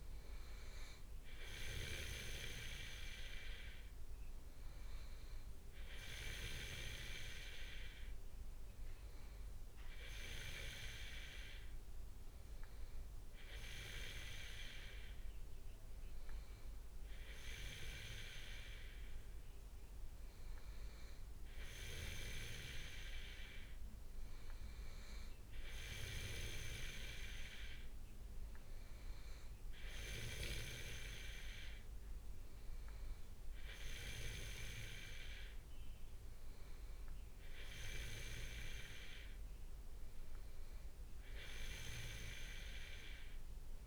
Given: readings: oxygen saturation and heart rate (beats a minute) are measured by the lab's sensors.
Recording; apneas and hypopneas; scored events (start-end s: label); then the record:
breathing in sleep by a room microphone; none
none scored
From the record:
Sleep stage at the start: N2 (light sleep); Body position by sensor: on the back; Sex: male